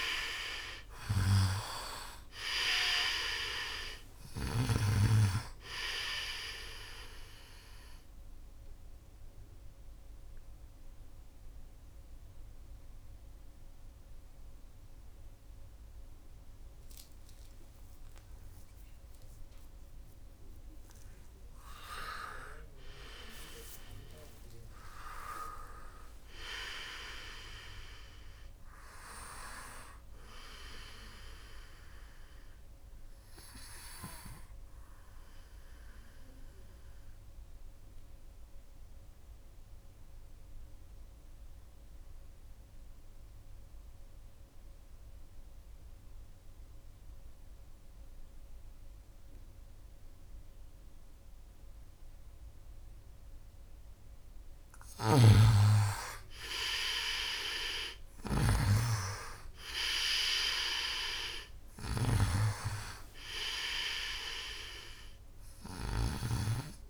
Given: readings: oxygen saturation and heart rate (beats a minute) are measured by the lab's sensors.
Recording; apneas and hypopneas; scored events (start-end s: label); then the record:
breathing in sleep by a room microphone; 2
0.00-26.00 s: oxygen desaturation (device-marked, oxygen 85% lowest, heart rate 73 extreme)
7.50-19.50 s: obstructive apnea (oxygen 98% before, 85% lowest, heart rate 76 before, 75 extreme, up 39 after)
20.00-22.00 s: long interval between heartbeats (device-marked, heart rate 80 before, 89 extreme)
22.00-27.00 s: arousal
25.00-27.00 s: long interval between heartbeats (device-marked, heart rate 83 before, 105 extreme)
37.00-53.50 s: obstructive apnea (oxygen 98% before, 88% lowest, heart rate 91 before, 72 extreme, up 6 after)
52.00-66.90 s: oxygen desaturation (device-marked, oxygen 98% before, 89% lowest, heart rate 76 before, 74 extreme)
54.50-65.50 s: snoring (device-marked)
55.50-59.00 s: arousal
From the record:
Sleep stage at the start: N2 (light sleep); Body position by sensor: on the right side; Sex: male